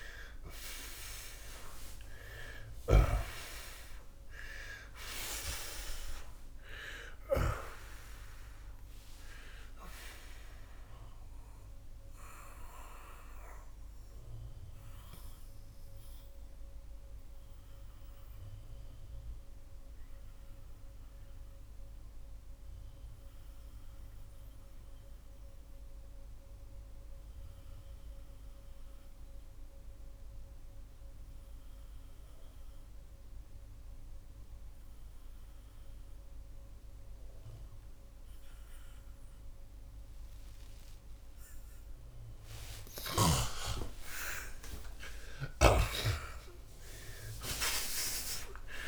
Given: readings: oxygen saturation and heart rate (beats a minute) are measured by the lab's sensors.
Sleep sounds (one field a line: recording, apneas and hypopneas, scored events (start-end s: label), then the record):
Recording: breathing in sleep by a room microphone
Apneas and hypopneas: 1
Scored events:
3.50-7.50 s: arousal
10.00-41.50 s: mixed apnea (oxygen 93% before, 78% lowest)
14.50-37.50 s: oxygen desaturation (device-marked, oxygen 93% before, 83% lowest)
44.00-48.87 s: arousal
45.00-48.87 s: snoring (device-marked)
From the record:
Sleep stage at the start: N2 (light sleep)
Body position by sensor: on the back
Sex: male